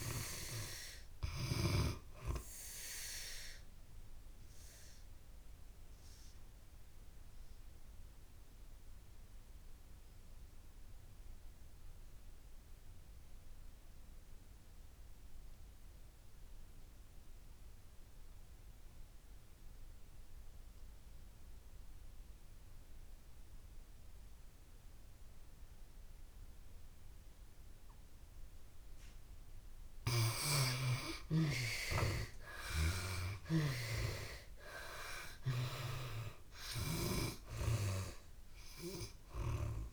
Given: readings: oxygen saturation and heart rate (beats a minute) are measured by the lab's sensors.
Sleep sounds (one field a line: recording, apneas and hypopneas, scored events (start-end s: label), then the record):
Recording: breathing in sleep by a room microphone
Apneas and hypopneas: 1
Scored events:
0.00-23.00 s: oxygen desaturation (device-marked, oxygen 63% lowest)
3.50-28.00 s: obstructive apnea (oxygen 95% before, 63% lowest)
25.00-39.93 s: oxygen desaturation (device-marked, oxygen 96% before, 64% lowest)
32.00-36.00 s: arousal
From the record:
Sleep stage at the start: N2 (light sleep)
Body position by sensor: on the back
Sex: female